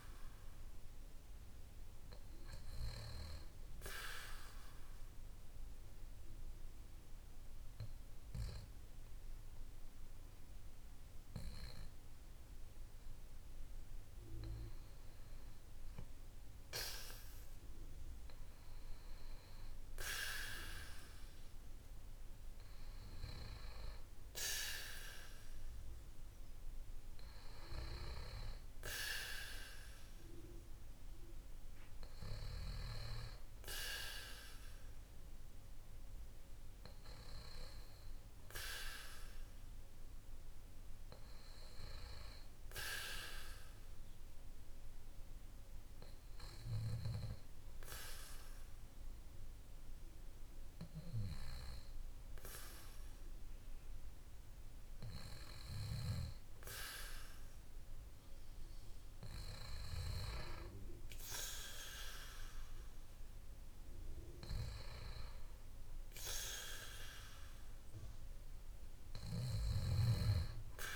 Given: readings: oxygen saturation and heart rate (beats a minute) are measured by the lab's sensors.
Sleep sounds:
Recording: breathing in sleep by a room microphone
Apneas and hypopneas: 2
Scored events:
3.00-14.50 s: mixed apnea (oxygen 95% before, 93% lowest, heart rate 54 before, 52 extreme, up 2 after)
18.00-21.50 s: arousal
28.50-33.00 s: arousal
41.00-55.50 s: obstructive apnea (oxygen 97% before, 93% lowest, heart rate 58 before, 51 extreme, up 2 after)
57.50-61.50 s: arousal
From the record:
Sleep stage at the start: N2 (light sleep)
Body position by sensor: on the back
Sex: male

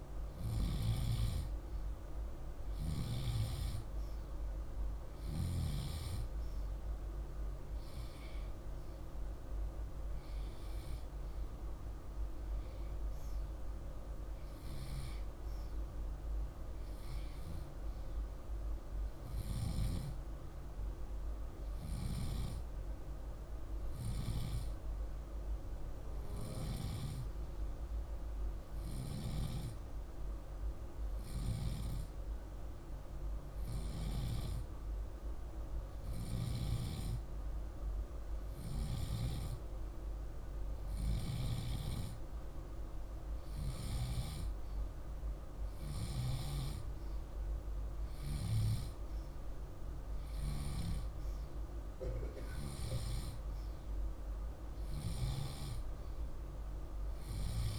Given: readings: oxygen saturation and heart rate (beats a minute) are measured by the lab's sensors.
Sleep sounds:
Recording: breathing in sleep by a room microphone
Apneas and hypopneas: 1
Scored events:
14.00-18.50 s: arousal
23.00-39.00 s: hypopnea (oxygen 96% before, 93% lowest, heart rate 49 before, 48 extreme, up 1 after)
41.50-46.50 s: arousal
From the record:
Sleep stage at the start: N2 (light sleep)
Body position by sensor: on the left side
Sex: male

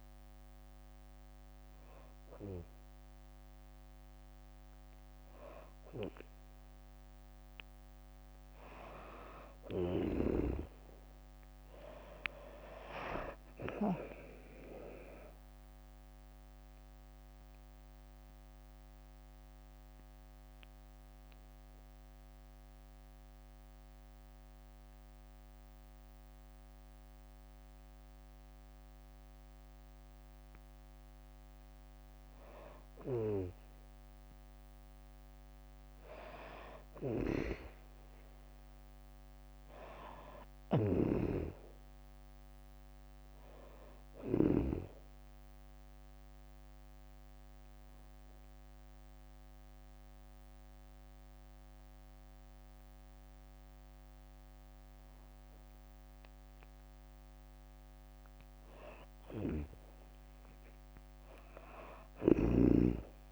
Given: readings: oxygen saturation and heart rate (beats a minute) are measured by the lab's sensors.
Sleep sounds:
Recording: breathing in sleep by a microphone on the trachea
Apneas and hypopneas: 2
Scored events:
0.00-1.50 s: oxygen desaturation (device-marked, oxygen 92% lowest, heart rate 62 extreme)
0.00-2.00 s: long interval between heartbeats (device-marked, heart rate 68 before, 82 extreme)
0.00-11.50 s: tachycardia (device-marked, heart rate 197 extreme)
2.00-4.00 s: long interval between heartbeats (device-marked, heart rate 70 before, 125 extreme)
4.50-6.50 s: long interval between heartbeats (device-marked, heart rate 81 before, 182 extreme)
6.50-8.50 s: long interval between heartbeats (device-marked, heart rate 93 before, 167 extreme)
8.50-10.50 s: long interval between heartbeats (device-marked, heart rate 104 before, 149 extreme)
13.50-17.00 s: arousal
14.50-39.50 s: oxygen desaturation (device-marked, oxygen 96% before, 92% lowest, heart rate 122 before, 61 extreme)
16.50-28.50 s: drop in pulse transit time (device-marked, heart rate 124 before, 61 extreme)
21.00-31.00 s: obstructive apnea (oxygen 96% before, 92% lowest, heart rate 125 before, 61 extreme, up 5 after)
36.50-44.50 s: snoring (device-marked)
40.50-43.50 s: arousal
44.50-56.50 s: oxygen desaturation (device-marked, oxygen 97% before, 93% lowest, heart rate 64 before, 64 extreme)
45.50-57.00 s: hypopnea (oxygen 97% before, 93% lowest, heart rate 65 before, 64 extreme, up 16 after)
59.00-62.50 s: snoring (device-marked)
61.50-63.32 s: arousal
From the record:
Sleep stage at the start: N2 (light sleep)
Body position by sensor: on the back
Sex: female

